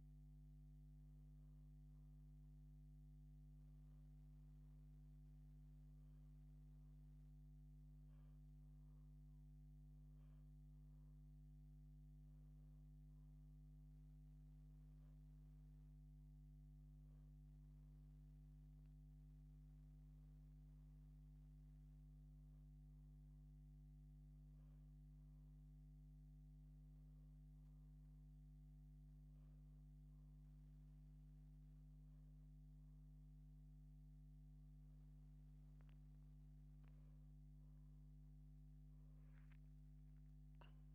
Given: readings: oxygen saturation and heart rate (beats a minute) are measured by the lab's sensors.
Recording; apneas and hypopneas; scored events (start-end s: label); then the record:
breathing in sleep, hard to hear, by a microphone on the trachea; none
37.50-40.95 s: arousal
From the record:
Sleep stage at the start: N1 (lightest sleep); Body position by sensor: on the back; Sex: female